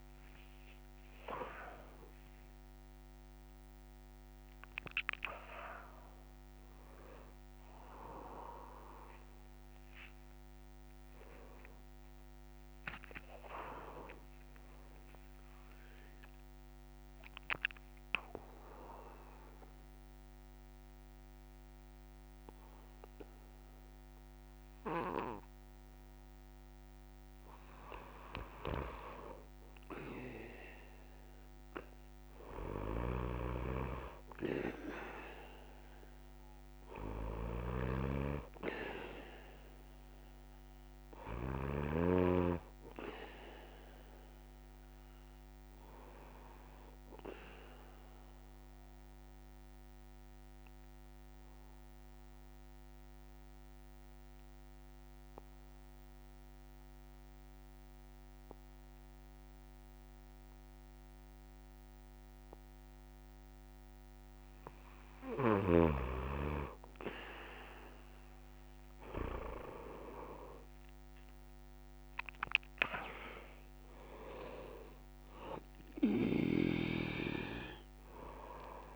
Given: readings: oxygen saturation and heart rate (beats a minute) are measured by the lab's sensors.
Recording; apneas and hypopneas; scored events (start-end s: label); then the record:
breathing in sleep by a microphone on the trachea; 2
19.00-29.50 s: obstructive apnea (oxygen 99% before, 94% lowest)
32.50-41.50 s: snoring (device-marked)
39.00-59.00 s: oxygen desaturation (device-marked, oxygen 99% before, 95% lowest)
48.00-63.50 s: obstructive apnea (oxygen 100% before, 94% lowest)
77.00-78.96 s: oxygen desaturation (device-marked, oxygen 98% before, 94% lowest)
From the record:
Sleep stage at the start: N1 (lightest sleep); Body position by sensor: on the back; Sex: male